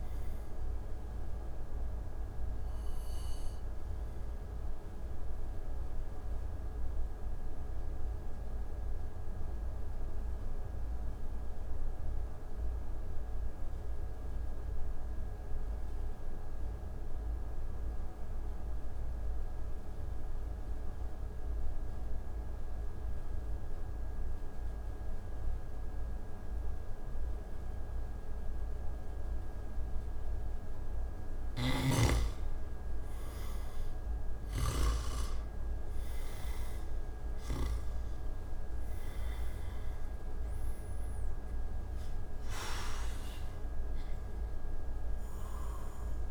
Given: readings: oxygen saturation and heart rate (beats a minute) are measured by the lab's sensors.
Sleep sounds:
breathing in sleep, hard to hear, by a room microphone; 1
0.00-18.00 s: oxygen desaturation (device-marked, oxygen 84% lowest)
1.00-30.50 s: obstructive apnea (oxygen 96% before, 79% lowest)
31.00-34.50 s: snoring (device-marked)
31.00-36.00 s: oxygen desaturation (device-marked, oxygen 98% before, 93% lowest)
35.00-39.00 s: arousal
38.00-46.31 s: oxygen desaturation (device-marked, oxygen 96% before, 79% lowest)
From the record:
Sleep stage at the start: N2 (light sleep); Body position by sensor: on the back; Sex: male

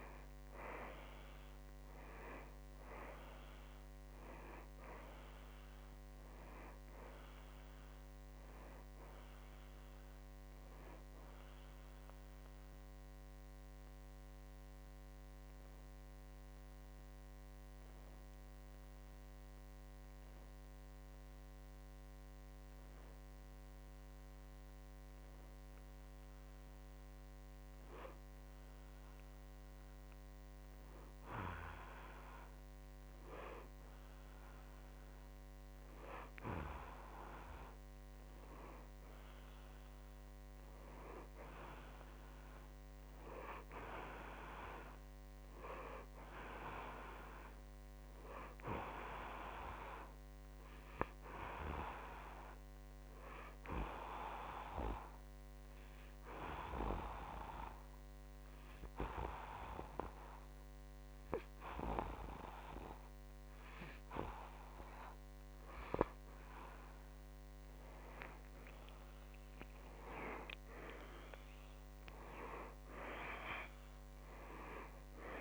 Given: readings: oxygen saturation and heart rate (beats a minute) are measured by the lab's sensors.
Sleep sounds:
breathing in sleep by a microphone on the trachea; 2
7.00-31.00 s: oxygen desaturation (device-marked, oxygen 96% before, 90% lowest, heart rate 62 before, 55 extreme)
12.50-32.50 s: hypopnea (oxygen 96% before, 90% lowest, heart rate 63 before, 55 extreme, up 3 after)
38.00-42.00 s: arousal
48.00-65.00 s: oxygen desaturation (device-marked, oxygen 97% before, 93% lowest, heart rate 57 before, 52 extreme)
54.50-66.50 s: obstructive apnea (oxygen 97% before, 92% lowest, heart rate 58 before, 52 extreme, up 9 after)
70.00-75.00 s: arousal
From the record:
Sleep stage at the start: N2 (light sleep); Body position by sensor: on the back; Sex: male

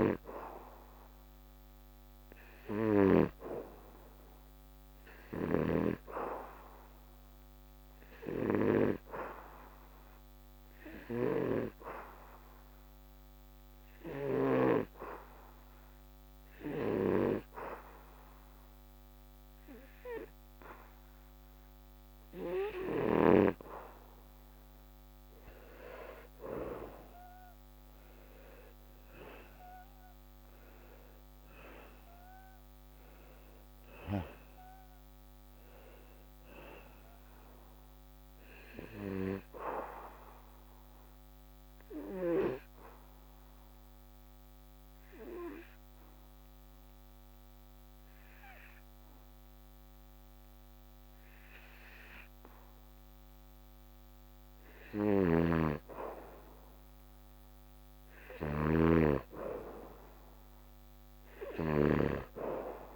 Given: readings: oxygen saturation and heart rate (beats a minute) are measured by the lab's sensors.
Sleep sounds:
breathing in sleep by a microphone on the trachea; 2
0.00-2.50 s: oxygen desaturation (device-marked, oxygen 90% lowest, heart rate 72 extreme)
4.00-8.50 s: arousal
11.50-24.50 s: oxygen desaturation (device-marked, oxygen 98% before, 92% lowest, heart rate 75 before, 73 extreme)
15.00-25.50 s: hypopnea (oxygen 98% before, 90% lowest, heart rate 74 before, 73 extreme, up 9 after)
29.00-34.00 s: arousal
40.00-55.00 s: obstructive apnea (oxygen 98% before, 89% lowest, heart rate 78 before, 72 extreme, up 4 after)
59.00-62.96 s: arousal
From the record:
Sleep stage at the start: N2 (light sleep); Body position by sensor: on the back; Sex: male

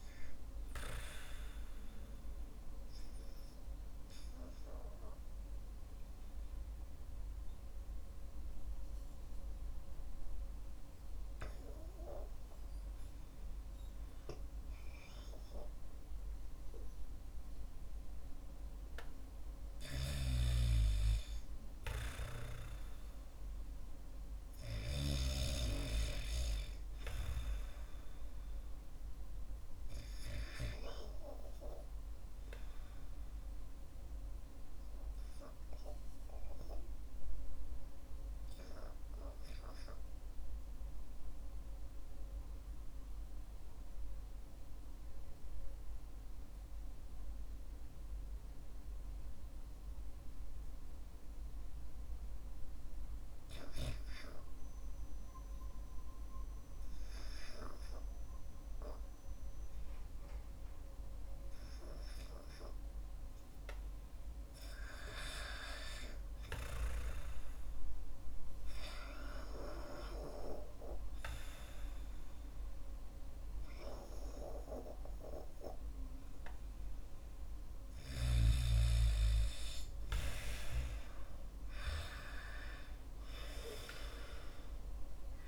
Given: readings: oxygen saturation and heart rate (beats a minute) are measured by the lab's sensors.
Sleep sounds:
breathing in sleep by a room microphone; 2
0.00-51.00 s: oxygen desaturation (device-marked, oxygen 79% lowest, heart rate 53 extreme)
2.50-17.50 s: hypopnea (oxygen 95% before, 79% lowest, heart rate 51 before, 58 extreme, up 3 after)
19.50-24.00 s: arousal
35.00-61.00 s: obstructive apnea (oxygen 92% before, 79% lowest, heart rate 62 before, 53 extreme, up 0 after)
66.50-71.00 s: arousal
81.00-85.48 s: oxygen desaturation (device-marked, oxygen 96% before, 84% lowest, heart rate 58 before, 48 extreme)
From the record:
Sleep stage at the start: REM sleep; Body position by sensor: on the back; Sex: male

